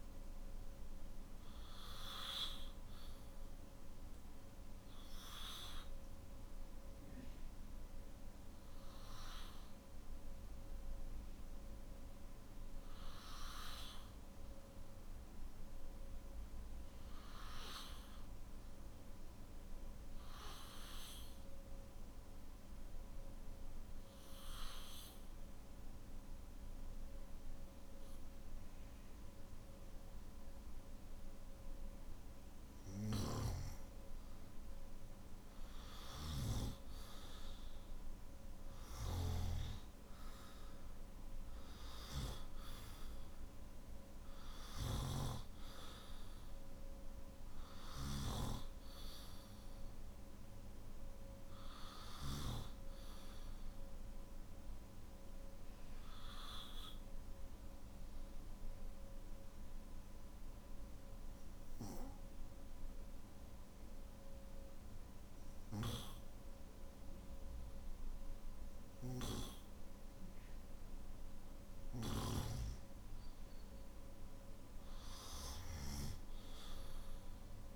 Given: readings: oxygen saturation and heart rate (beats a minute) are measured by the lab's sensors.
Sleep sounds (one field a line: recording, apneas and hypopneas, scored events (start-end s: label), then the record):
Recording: breathing in sleep by a room microphone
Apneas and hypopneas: 2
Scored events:
7.00-32.00 s: obstructive apnea (oxygen 97% before, 93% lowest, heart rate 53 before, 50 extreme, up 5 after)
36.00-56.00 s: oxygen desaturation (device-marked, oxygen 96% before, 93% lowest, heart rate 53 before, 49 extreme)
53.00-70.50 s: obstructive apnea (oxygen 97% before, 93% lowest, heart rate 54 before, 49 extreme, up 7 after)
From the record:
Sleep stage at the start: N1 (lightest sleep)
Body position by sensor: on the back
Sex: male